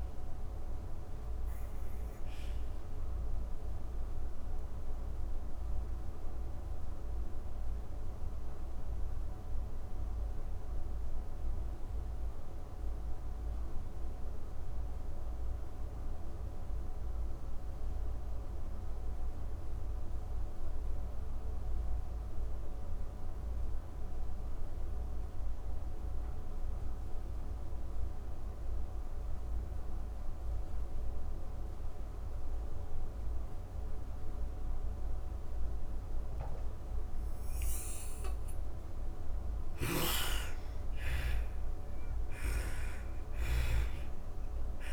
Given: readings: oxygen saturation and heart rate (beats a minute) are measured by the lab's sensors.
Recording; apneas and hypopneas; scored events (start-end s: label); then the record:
breathing in sleep, hard to hear, by a room microphone; 1
0.00-13.00 s: oxygen desaturation (device-marked, oxygen 78% lowest)
2.00-36.50 s: obstructive apnea (oxygen 99% before, 78% lowest)
30.00-44.93 s: oxygen desaturation (device-marked, oxygen 99% before, 80% lowest)
38.00-42.50 s: arousal
38.50-42.50 s: snoring (device-marked)
From the record:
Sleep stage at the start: N2 (light sleep); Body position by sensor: on the back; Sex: female